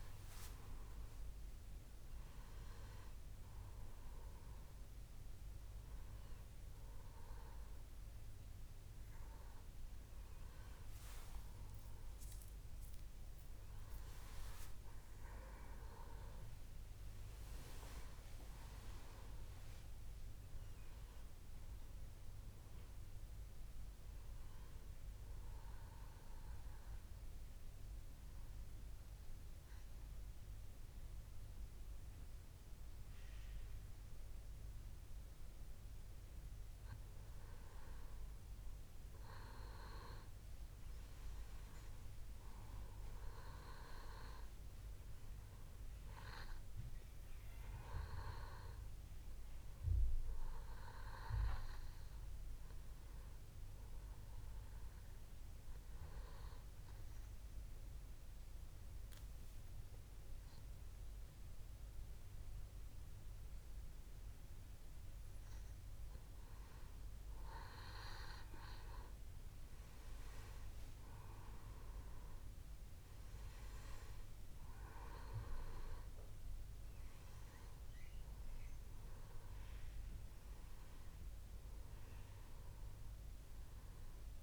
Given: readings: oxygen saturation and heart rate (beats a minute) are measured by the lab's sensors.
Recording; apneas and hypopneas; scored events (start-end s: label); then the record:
breathing in sleep by a room microphone; 2
26.00-38.00 s: obstructive apnea (oxygen 97% before, 94% lowest, heart rate 72 before, 63 extreme, up 4 after)
41.00-44.00 s: arousal
45.00-57.00 s: oxygen desaturation (device-marked, oxygen 97% before, 94% lowest, heart rate 69 before, 63 extreme)
57.50-67.50 s: obstructive apnea (oxygen 97% before, 95% lowest, heart rate 68 before, 63 extreme, up 7 after)
70.00-73.50 s: arousal
From the record:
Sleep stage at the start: N2 (light sleep); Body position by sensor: on the back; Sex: male